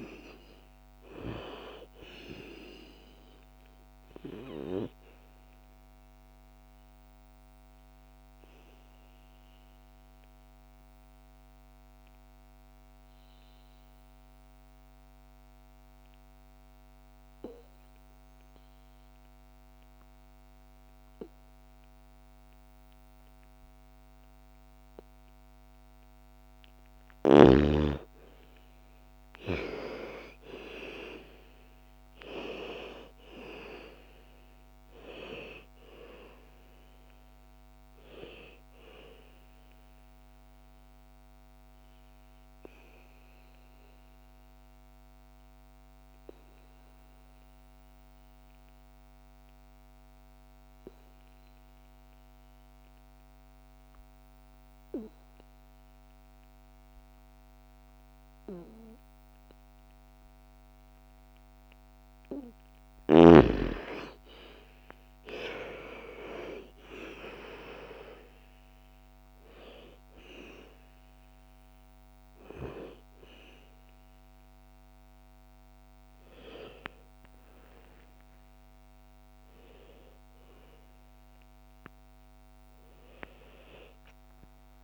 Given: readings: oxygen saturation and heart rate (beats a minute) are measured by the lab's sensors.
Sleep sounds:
breathing in sleep by a microphone on the trachea; 2
0.00-14.50 s: oxygen desaturation (device-marked, oxygen 84% lowest, heart rate 56 extreme)
6.00-26.50 s: mixed apnea (oxygen 98% before, 84% lowest, heart rate 64 before, 54 extreme, up 12 after)
26.50-47.50 s: oxygen desaturation (device-marked, oxygen 99% before, 86% lowest, heart rate 58 before, 54 extreme)
28.50-32.50 s: arousal
39.50-62.50 s: obstructive apnea (oxygen 99% before, 84% lowest, heart rate 63 before, 54 extreme, up 17 after)
59.50-84.84 s: oxygen desaturation (device-marked, oxygen 99% before, 84% lowest, heart rate 57 before, 63 extreme)
69.50-84.84 s: new sleep stage, awake
From the record:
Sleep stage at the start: N2 (light sleep); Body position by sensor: on the back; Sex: female

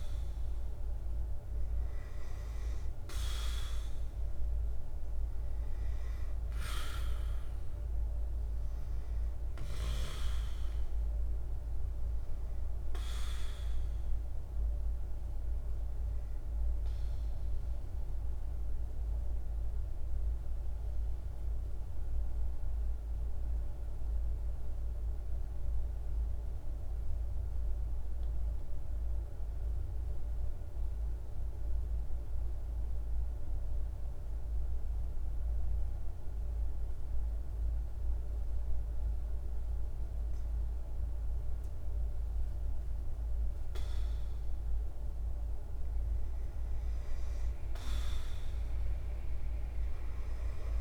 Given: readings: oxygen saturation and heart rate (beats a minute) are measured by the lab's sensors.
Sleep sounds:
breathing in sleep by a room microphone; 1
0.00-3.50 s: arousal
0.00-23.50 s: oxygen desaturation (device-marked, oxygen 91% lowest, heart rate 49 extreme)
15.50-41.50 s: mixed apnea (oxygen 98% before, 90% lowest, heart rate 53 before, 49 extreme, up 2 after)
40.50-50.81 s: oxygen desaturation (device-marked, oxygen 98% before, 90% lowest, heart rate 49 before, 49 extreme)
From the record:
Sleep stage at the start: N2 (light sleep); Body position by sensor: on the back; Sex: male

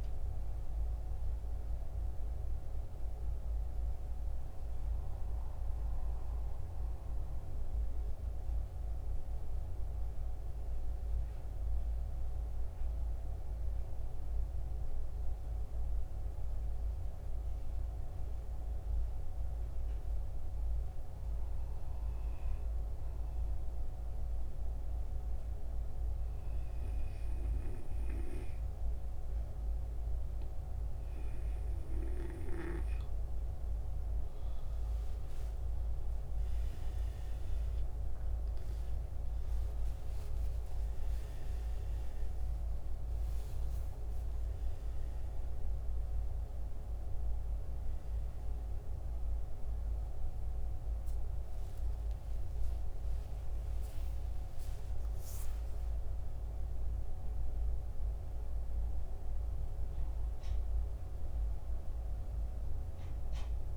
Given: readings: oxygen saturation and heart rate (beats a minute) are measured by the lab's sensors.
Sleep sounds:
breathing in sleep, hard to hear, by a room microphone; 1
0.00-19.00 s: oxygen desaturation (device-marked, oxygen 88% lowest, heart rate 64 extreme)
4.50-32.00 s: mixed apnea (oxygen 96% before, 87% lowest, heart rate 75 before, 64 extreme, up 24 after)
34.00-38.00 s: arousal
36.00-50.00 s: oxygen desaturation (device-marked, oxygen 94% before, 88% lowest, heart rate 67 before, 62 extreme)
From the record:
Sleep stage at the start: N2 (light sleep); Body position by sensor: on the back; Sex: male

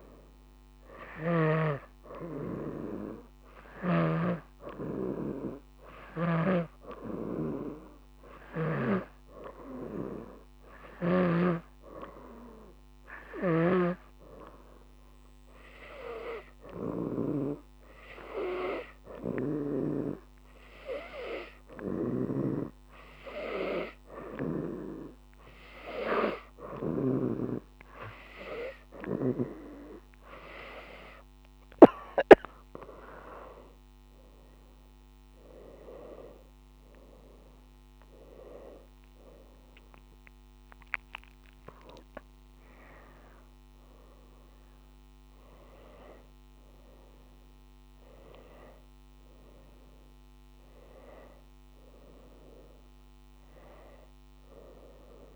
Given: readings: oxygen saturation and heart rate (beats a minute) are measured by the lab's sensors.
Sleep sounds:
breathing in sleep by a microphone on the trachea; none
6.50-11.50 s: snoring (device-marked)
13.50-27.50 s: snoring (device-marked)
35.00-39.50 s: arousal
From the record:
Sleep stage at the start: N2 (light sleep); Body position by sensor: on the right side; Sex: female

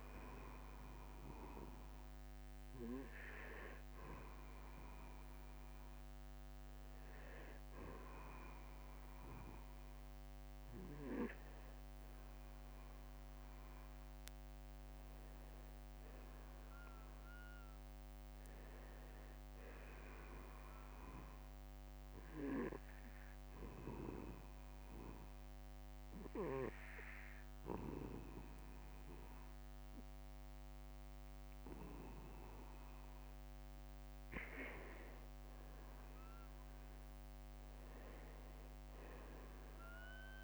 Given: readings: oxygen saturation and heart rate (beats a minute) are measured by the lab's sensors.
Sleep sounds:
breathing in sleep by a microphone on the trachea; 1
0.00-10.50 s: oxygen desaturation (device-marked, oxygen 84% lowest, heart rate 45 extreme)
13.00-17.00 s: arousal
17.50-19.50 s: long interval between heartbeats (device-marked, heart rate 55 before, 56 extreme)
21.50-34.00 s: obstructive apnea (oxygen 95% before, 89% lowest, heart rate 55 before, 45 extreme, up 13 after)
From the record:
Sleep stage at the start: N2 (light sleep); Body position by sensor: on the back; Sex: male

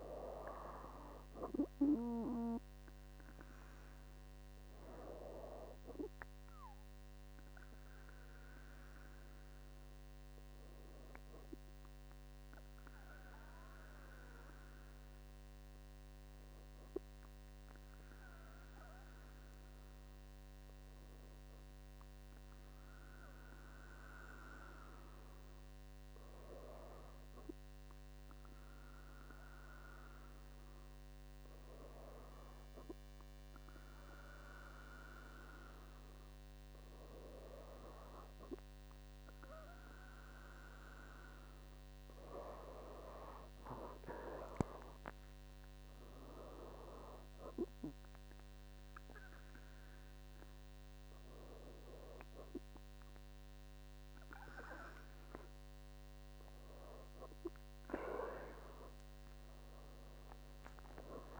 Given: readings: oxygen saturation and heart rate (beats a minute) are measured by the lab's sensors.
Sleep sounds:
breathing in sleep by a microphone on the trachea; 1
8.50-35.00 s: hypopnea (oxygen 98% before, 97% lowest, heart rate 73 before, 62 extreme, up 2 after)
37.50-41.00 s: arousal
From the record:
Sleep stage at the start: N2 (light sleep); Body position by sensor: on the back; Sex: female

